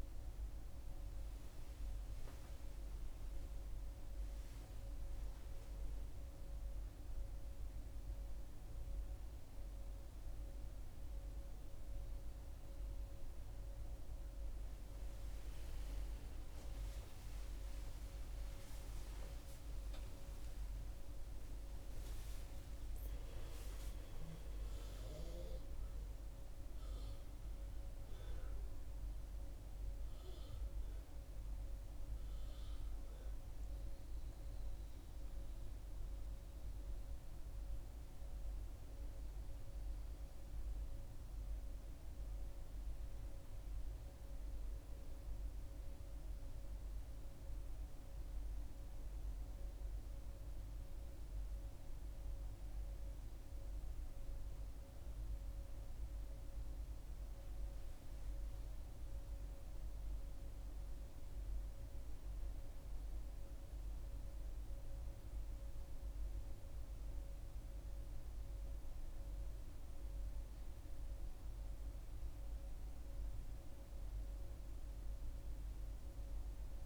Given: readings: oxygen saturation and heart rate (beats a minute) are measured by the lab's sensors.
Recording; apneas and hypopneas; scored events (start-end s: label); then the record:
breathing in sleep, hard to hear, by a room microphone; none
16.00-20.00 s: arousal
From the record:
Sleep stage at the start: N1 (lightest sleep); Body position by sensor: on the back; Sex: female